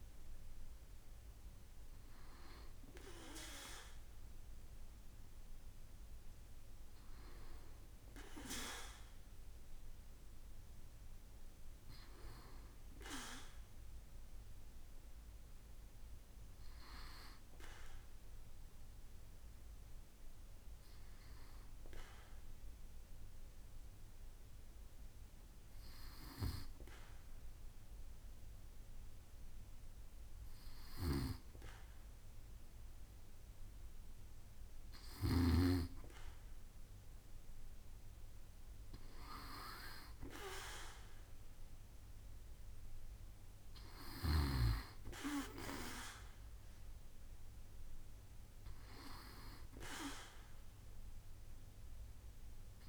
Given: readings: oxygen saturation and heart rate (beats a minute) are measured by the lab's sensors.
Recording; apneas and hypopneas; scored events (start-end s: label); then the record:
breathing in sleep by a room microphone; 1
19.00-34.00 s: hypopnea (oxygen 97% before, 95% lowest, heart rate 68 before, 66 extreme, up 5 after)
39.50-43.50 s: arousal
From the record:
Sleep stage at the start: N2 (light sleep); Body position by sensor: on the back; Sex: male